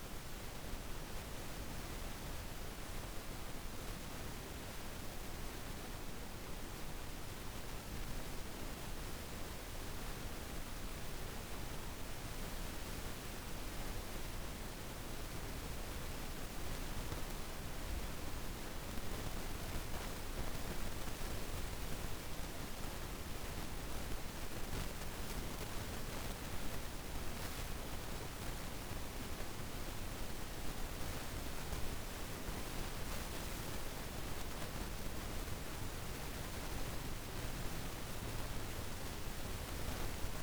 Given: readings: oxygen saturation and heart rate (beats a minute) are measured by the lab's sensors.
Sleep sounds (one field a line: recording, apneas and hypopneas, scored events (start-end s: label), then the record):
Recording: breathing in sleep, hard to hear, by a room microphone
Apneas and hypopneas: none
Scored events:
22.00-40.43 s: new sleep stage, N2 (light sleep)
From the record:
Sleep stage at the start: N1 (lightest sleep)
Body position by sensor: on the back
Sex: female